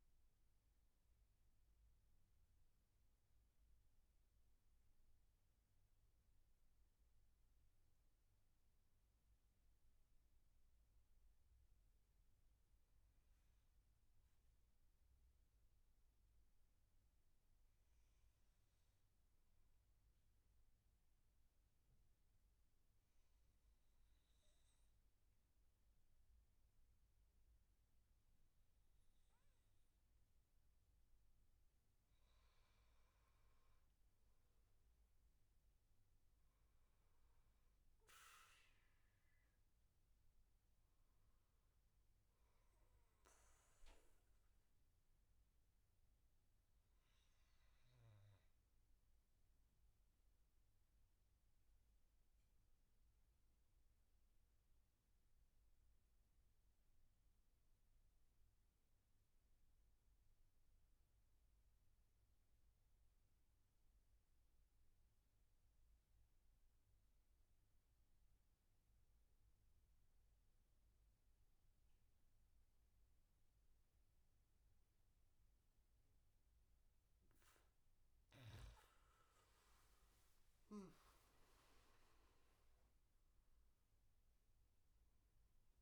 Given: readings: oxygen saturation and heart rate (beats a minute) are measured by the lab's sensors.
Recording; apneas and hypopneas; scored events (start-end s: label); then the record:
breathing in sleep, hard to hear, by a room microphone; 2
0.00-6.00 s: oxygen desaturation (device-marked, oxygen 90% lowest, heart rate 73 extreme)
8.00-11.00 s: arousal
13.50-29.50 s: obstructive apnea (oxygen 99% before, 91% lowest, heart rate 79 before, 72 extreme, up 8 after)
31.50-34.50 s: arousal
32.00-48.00 s: oxygen desaturation (device-marked, oxygen 98% before, 95% lowest, heart rate 75 before, 72 extreme)
43.50-77.50 s: obstructive apnea (oxygen 99% before, 89% lowest, heart rate 77 before, 67 extreme, up 15 after)
67.00-85.82 s: oxygen desaturation (device-marked, oxygen 98% before, 89% lowest, heart rate 76 before, 67 extreme)
79.50-83.50 s: arousal
From the record:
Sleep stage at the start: N2 (light sleep); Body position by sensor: on the back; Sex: male